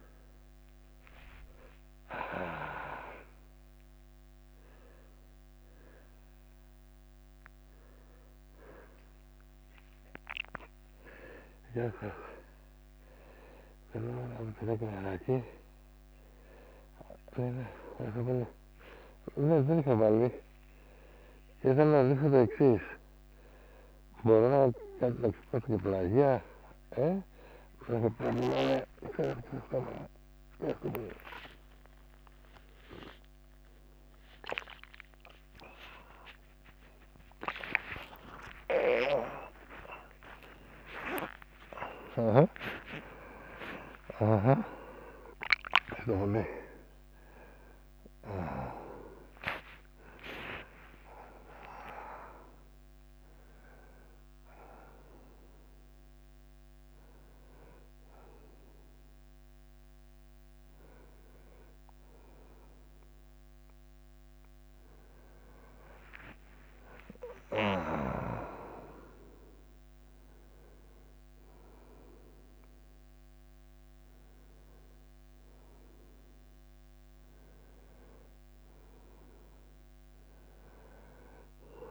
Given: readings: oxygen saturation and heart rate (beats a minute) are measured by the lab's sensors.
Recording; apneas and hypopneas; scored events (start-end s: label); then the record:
a person awake in a sleep study, by a microphone on the trachea; none
9.00-22.00 s: oxygen desaturation (device-marked, oxygen 92% before, 67% lowest, heart rate 98 before, 84 extreme)
15.00-18.50 s: snoring (device-marked)
25.50-29.00 s: snoring (device-marked)
33.00-35.00 s: long interval between heartbeats (device-marked, heart rate 89 before, 84 extreme)
36.00-49.00 s: tachycardia (device-marked, heart rate 88 before, 129 extreme)
44.00-57.00 s: drop in pulse transit time (device-marked, heart rate 98 before, 92 extreme)
73.00-81.91 s: oxygen desaturation (device-marked, oxygen 98% before, 93% lowest, heart rate 90 before, 89 extreme)
From the record:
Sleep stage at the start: awake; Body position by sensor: on the front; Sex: male